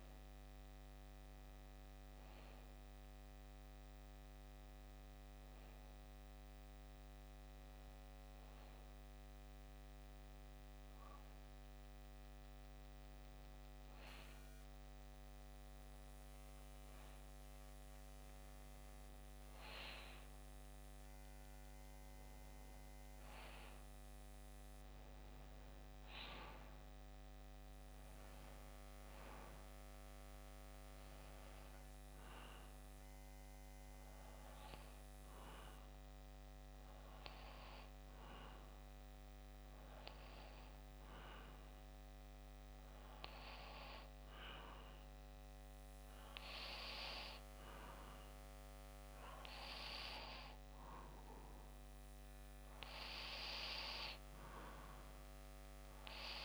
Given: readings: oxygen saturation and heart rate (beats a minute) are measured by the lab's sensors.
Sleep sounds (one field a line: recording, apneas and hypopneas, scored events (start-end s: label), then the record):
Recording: breathing in sleep by a microphone on the trachea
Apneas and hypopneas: 1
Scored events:
0.00-14.50 s: oxygen desaturation (device-marked, oxygen 93% lowest, heart rate 66 extreme)
4.00-15.00 s: hypopnea (oxygen 98% before, 90% lowest, heart rate 67 before, 66 extreme, up 1 after)
17.50-20.50 s: arousal
From the record:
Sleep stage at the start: N2 (light sleep)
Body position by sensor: on the back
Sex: male